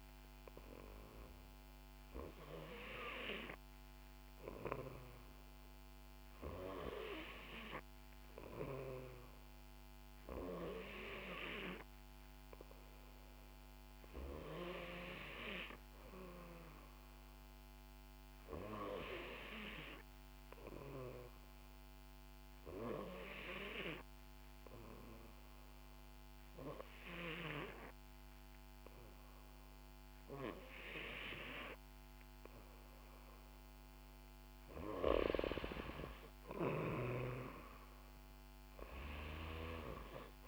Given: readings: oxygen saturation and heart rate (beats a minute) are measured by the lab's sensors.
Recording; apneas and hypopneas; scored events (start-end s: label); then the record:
breathing in sleep by a microphone on the trachea; 1
16.00-19.00 s: arousal
22.00-34.50 s: hypopnea (oxygen 93% before, 89% lowest, heart rate 63 before, 61 extreme, up 3 after)
36.00-39.50 s: arousal
From the record:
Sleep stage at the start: N2 (light sleep); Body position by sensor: on the back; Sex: female